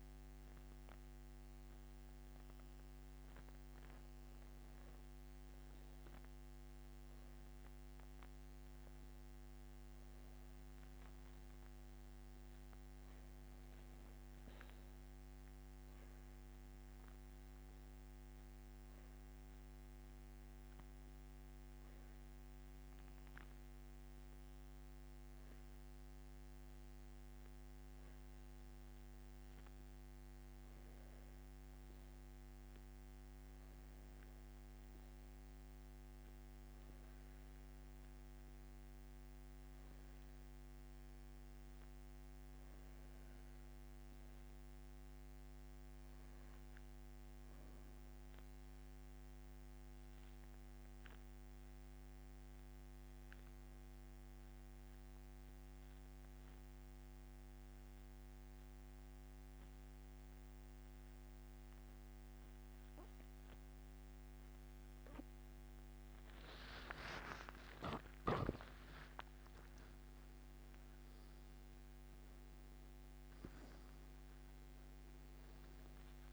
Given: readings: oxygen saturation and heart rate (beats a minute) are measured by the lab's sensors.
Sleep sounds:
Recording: breathing in sleep, hard to hear, by a microphone on the trachea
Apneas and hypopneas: 1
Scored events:
0.00-1.00 s: oxygen desaturation (device-marked, oxygen 85% lowest, heart rate 71 extreme)
25.00-58.00 s: oxygen desaturation (device-marked, oxygen 97% before, 90% lowest, heart rate 84 before, 65 extreme)
25.00-61.00 s: hypopnea (oxygen 97% before, 86% lowest, heart rate 84 before, 65 extreme, up 12 after)
67.00-72.00 s: arousal
From the record:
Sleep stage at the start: N2 (light sleep)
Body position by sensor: on the back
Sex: male

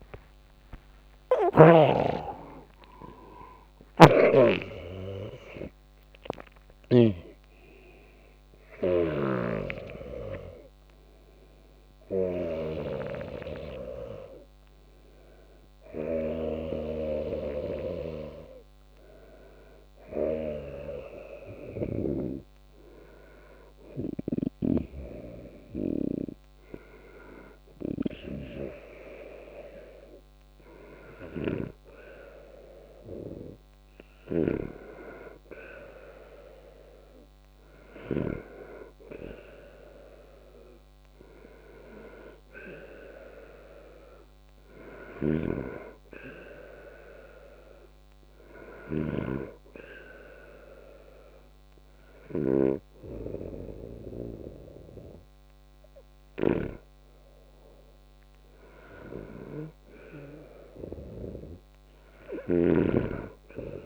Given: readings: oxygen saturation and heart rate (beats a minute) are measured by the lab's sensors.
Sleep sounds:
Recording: a person partly awake in a sleep study, by a microphone on the trachea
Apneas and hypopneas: 1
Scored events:
0.00-1.50 s: snoring (device-marked)
0.00-2.00 s: oxygen desaturation (device-marked, oxygen 89% lowest, heart rate 74 extreme)
0.00-5.00 s: tachycardia (device-marked, heart rate 185 extreme)
2.00-63.86 s: new sleep stage, N2 (light sleep)
3.50-7.00 s: snoring (device-marked)
7.00-11.00 s: tachycardia (device-marked, heart rate 79 before, 104 extreme)
9.00-28.00 s: snoring (device-marked)
21.50-31.50 s: hypopnea (oxygen 100% before, 90% lowest, heart rate 115 before, 73 extreme)
33.00-37.50 s: arousal
34.00-38.00 s: snoring (device-marked)
39.00-50.00 s: oxygen desaturation (device-marked, oxygen 99% before, 95% lowest, heart rate 88 before, 73 extreme)
44.50-63.86 s: snoring (device-marked)
From the record:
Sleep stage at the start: awake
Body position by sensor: on the back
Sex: male

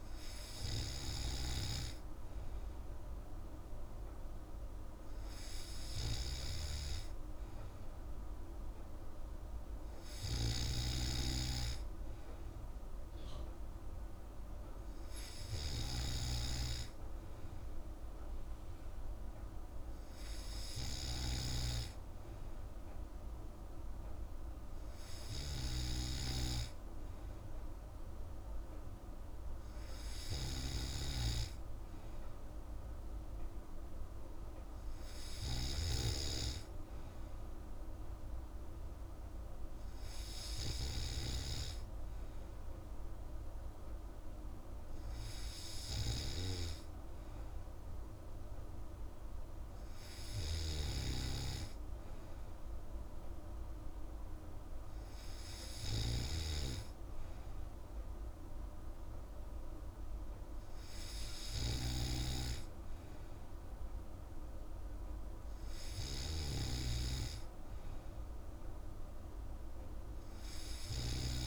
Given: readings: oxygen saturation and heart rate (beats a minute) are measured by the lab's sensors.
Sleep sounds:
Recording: breathing in sleep by a room microphone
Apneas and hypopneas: none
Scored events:
none scored
From the record:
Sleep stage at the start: N3 (deep sleep)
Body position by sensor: on the back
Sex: female

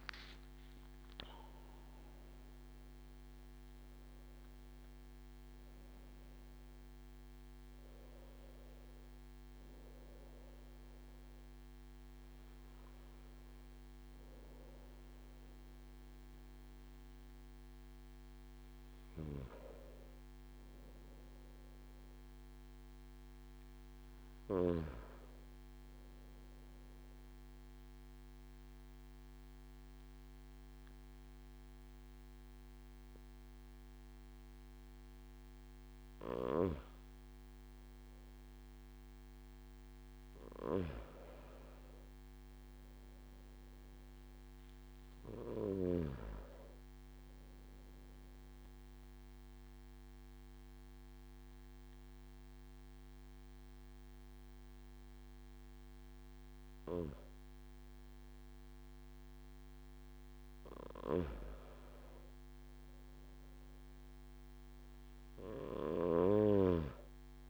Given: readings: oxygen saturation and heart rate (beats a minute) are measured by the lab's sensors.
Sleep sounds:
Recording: breathing in sleep by a microphone on the trachea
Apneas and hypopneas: 2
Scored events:
0.00-18.50 s: oxygen desaturation (device-marked, oxygen 86% lowest)
20.00-23.50 s: arousal
26.50-36.50 s: obstructive apnea (oxygen 98% before, 94% lowest)
38.50-44.00 s: arousal
48.50-61.00 s: hypopnea (oxygen 98% before, 91% lowest, heart rate 78 before, 48 extreme, up 42 after)
62.50-66.00 s: arousal
From the record:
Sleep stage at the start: N1 (lightest sleep)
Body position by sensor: on the back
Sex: male

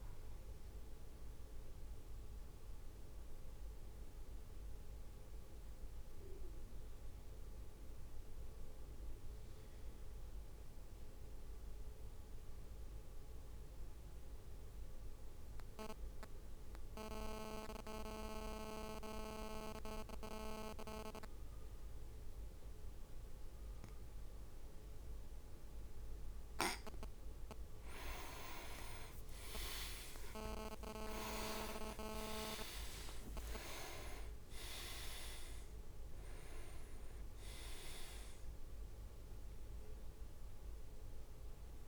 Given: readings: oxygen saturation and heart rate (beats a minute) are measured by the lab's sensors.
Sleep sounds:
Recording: breathing in sleep by a room microphone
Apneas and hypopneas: 1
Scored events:
0.50-26.50 s: obstructive apnea (oxygen 99% before, 95% lowest, heart rate 57 before, 49 extreme, up 9 after)
28.00-31.00 s: leg movement (device-marked)
29.00-33.00 s: arousal
30.50-41.88 s: oxygen desaturation (device-marked, oxygen 99% before, 95% lowest, heart rate 57 before, 49 extreme)
31.50-41.88 s: drop in pulse transit time (device-marked, heart rate 57 before, 55 extreme)
From the record:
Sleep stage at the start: N2 (light sleep)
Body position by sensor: on the back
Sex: male

